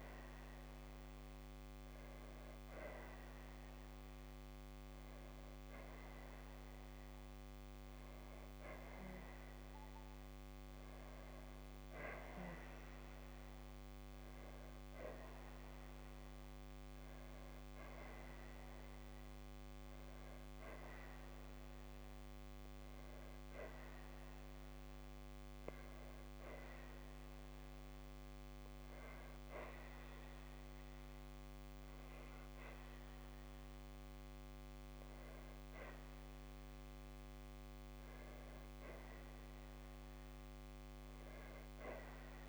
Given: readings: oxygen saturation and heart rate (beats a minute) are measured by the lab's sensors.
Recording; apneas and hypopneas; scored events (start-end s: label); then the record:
breathing in sleep, hard to hear, by a microphone on the trachea; 1
21.50-24.50 s: arousal
27.00-37.50 s: obstructive apnea (oxygen 98% before, 92% lowest, heart rate 56 before, 53 extreme, up 2 after)
40.50-42.49 s: arousal
From the record:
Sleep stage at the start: N2 (light sleep); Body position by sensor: on the back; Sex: female